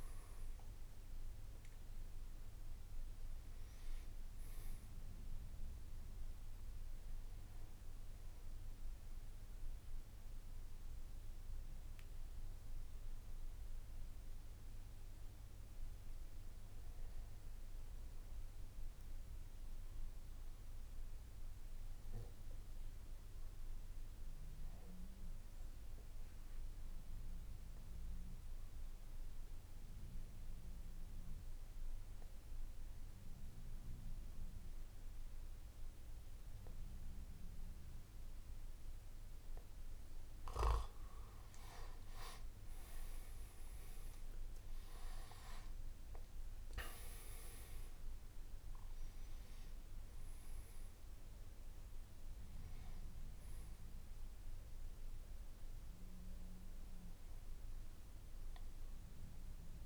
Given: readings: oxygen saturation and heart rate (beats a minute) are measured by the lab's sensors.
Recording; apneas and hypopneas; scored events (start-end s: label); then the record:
breathing in sleep by a room microphone; 1
19.00-39.50 s: obstructive apnea (oxygen 96% before, 88% lowest, heart rate 59 before, 53 extreme, up 13 after)
41.00-59.86 s: oxygen desaturation (device-marked, oxygen 98% before, 88% lowest, heart rate 56 before, 53 extreme)
From the record:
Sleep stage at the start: N2 (light sleep); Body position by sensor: on the back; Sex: male